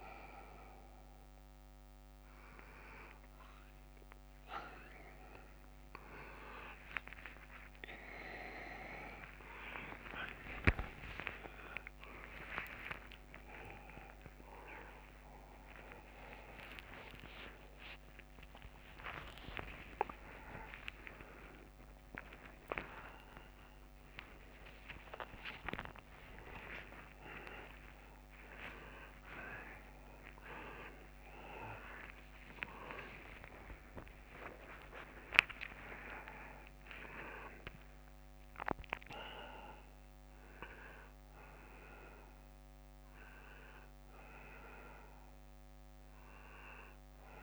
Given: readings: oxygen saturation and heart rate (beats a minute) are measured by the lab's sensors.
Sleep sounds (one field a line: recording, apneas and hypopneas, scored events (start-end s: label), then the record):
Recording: a person awake in a sleep study, by a microphone on the trachea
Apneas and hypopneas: none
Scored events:
7.50-10.50 s: tachycardia (device-marked, heart rate 63 before, 91 extreme)
8.50-11.50 s: oxygen desaturation (device-marked, oxygen 97% before, 94% lowest, heart rate 68 before, 80 extreme)
12.50-28.50 s: tachycardia (device-marked, heart rate 64 before, 139 extreme)
13.50-20.50 s: oxygen desaturation (device-marked, oxygen 97% before, 92% lowest, heart rate 75 before, 79 extreme)
From the record:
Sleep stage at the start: awake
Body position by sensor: on the right side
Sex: male